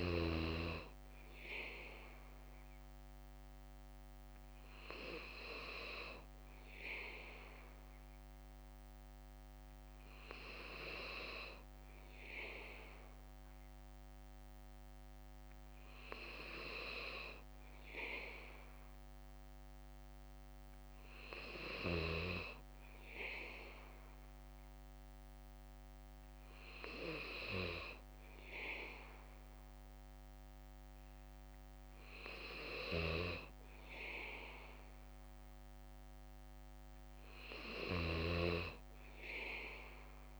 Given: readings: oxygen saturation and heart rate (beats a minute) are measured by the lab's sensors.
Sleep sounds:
breathing in sleep by a microphone on the trachea; none
4.00-10.00 s: bradycardia (device-marked, heart rate 59 before, 59 extreme)
21.00-24.00 s: bradycardia (device-marked, heart rate 59 before, 60 extreme)
28.00-31.00 s: bradycardia (device-marked, heart rate 59 before, 59 extreme)
From the record:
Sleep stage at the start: N3 (deep sleep); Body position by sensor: on the back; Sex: male

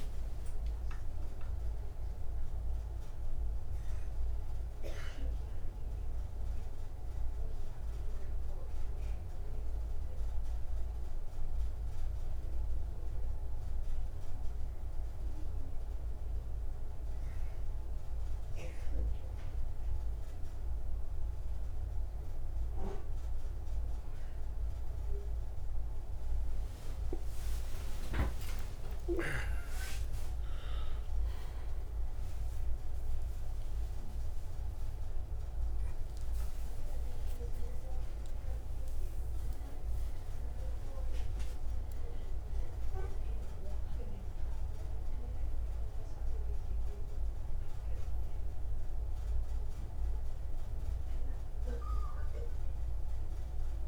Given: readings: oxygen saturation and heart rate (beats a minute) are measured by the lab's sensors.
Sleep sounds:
a person awake in a sleep study, by a room microphone; none
32.00-53.88 s: new sleep stage, N1 (lightest sleep)
From the record:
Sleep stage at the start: awake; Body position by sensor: on the right side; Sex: male

